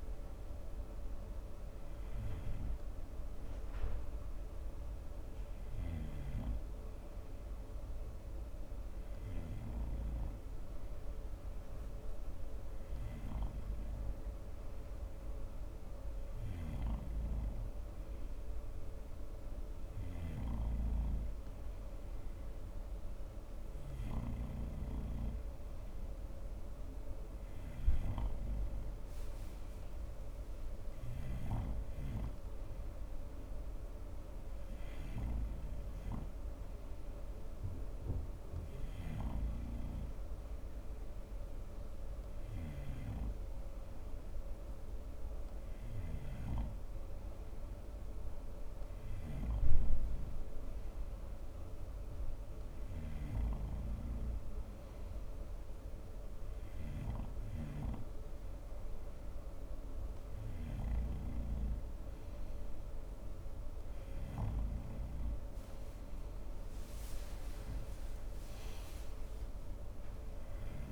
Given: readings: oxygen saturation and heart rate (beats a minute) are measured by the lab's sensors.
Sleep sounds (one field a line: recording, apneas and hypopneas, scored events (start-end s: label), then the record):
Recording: breathing in sleep by a room microphone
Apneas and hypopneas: none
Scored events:
17.00-25.00 s: snoring (device-marked)
From the record:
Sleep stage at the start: N2 (light sleep)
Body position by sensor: on the front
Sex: male